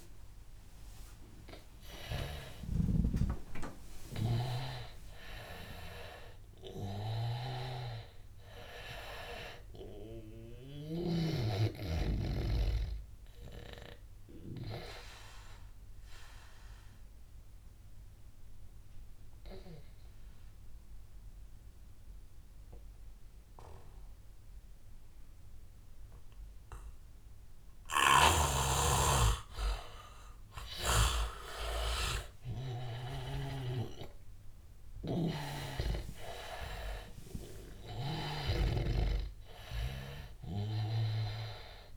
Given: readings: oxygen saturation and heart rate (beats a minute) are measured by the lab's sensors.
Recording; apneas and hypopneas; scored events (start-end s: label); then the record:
breathing in sleep by a room microphone; 1
0.00-3.00 s: oxygen desaturation (device-marked, oxygen 81% lowest, heart rate 80 extreme)
13.50-29.50 s: obstructive apnea (oxygen 100% before, 86% lowest, heart rate 102 before, 80 extreme, up 17 after)
29.00-41.97 s: oxygen desaturation (device-marked, oxygen 99% before, 86% lowest, heart rate 92 before, 79 extreme)
32.00-35.00 s: arousal
35.00-38.50 s: snoring (device-marked)
From the record:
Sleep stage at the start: N2 (light sleep); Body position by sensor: on the back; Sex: male